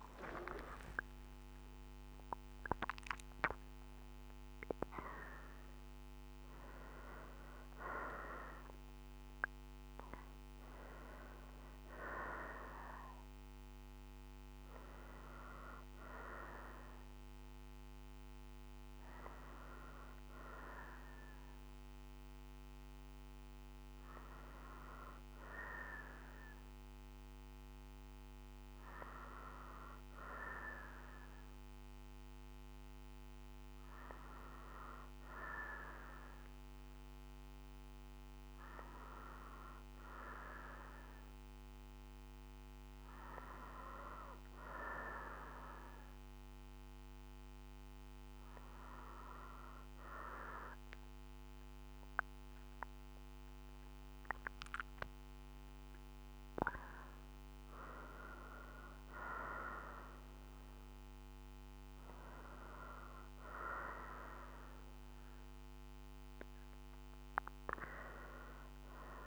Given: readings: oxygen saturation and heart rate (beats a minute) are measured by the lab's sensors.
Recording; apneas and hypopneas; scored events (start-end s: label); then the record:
breathing in sleep by a microphone on the trachea; none
0.00-2.50 s: arousal
From the record:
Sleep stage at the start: N2 (light sleep); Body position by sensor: on the right side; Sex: female